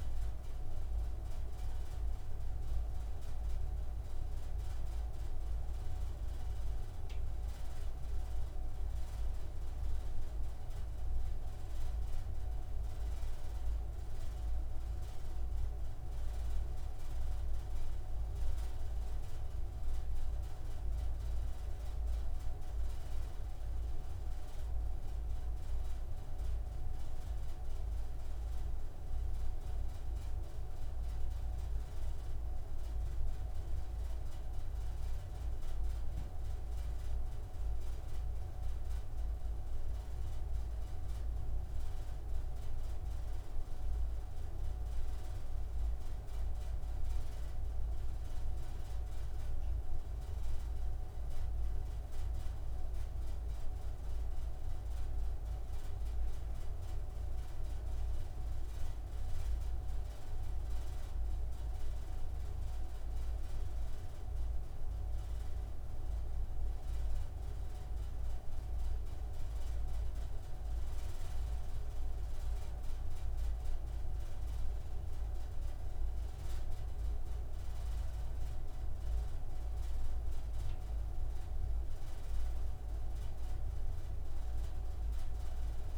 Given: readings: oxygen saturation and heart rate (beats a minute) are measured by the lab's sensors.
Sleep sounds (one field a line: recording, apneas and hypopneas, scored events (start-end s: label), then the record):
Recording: breathing in sleep, hard to hear, by a room microphone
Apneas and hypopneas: none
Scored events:
none scored
From the record:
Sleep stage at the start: N3 (deep sleep)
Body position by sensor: on the right side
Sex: male